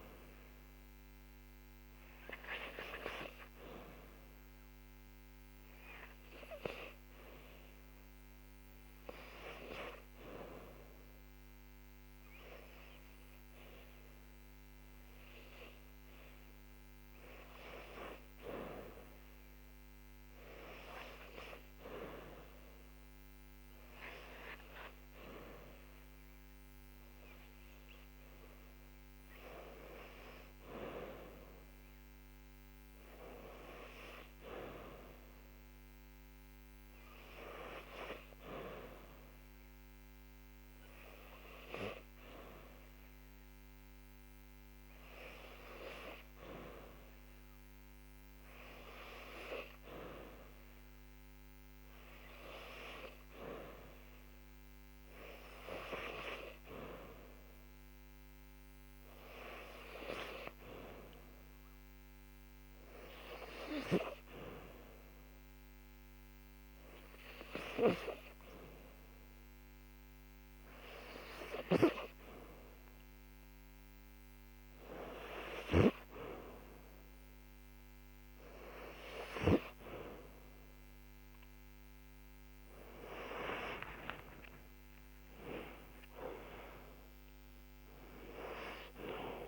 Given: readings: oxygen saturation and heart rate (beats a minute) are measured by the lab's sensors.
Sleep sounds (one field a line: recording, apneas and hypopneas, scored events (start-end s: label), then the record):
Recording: breathing in sleep by a microphone on the trachea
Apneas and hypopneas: 2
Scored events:
0.00-11.50 s: oxygen desaturation (device-marked, oxygen 94% lowest, heart rate 69 extreme)
2.00-15.00 s: hypopnea (oxygen 98% before, 93% lowest, heart rate 71 before, 69 extreme, up 2 after)
17.50-21.50 s: arousal
37.50-51.00 s: hypopnea (oxygen 95% before, 93% lowest, heart rate 71 before, 70 extreme, up 1 after)
54.50-57.50 s: arousal
83.00-87.00 s: arousal
From the record:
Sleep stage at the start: N2 (light sleep)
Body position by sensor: on the back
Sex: female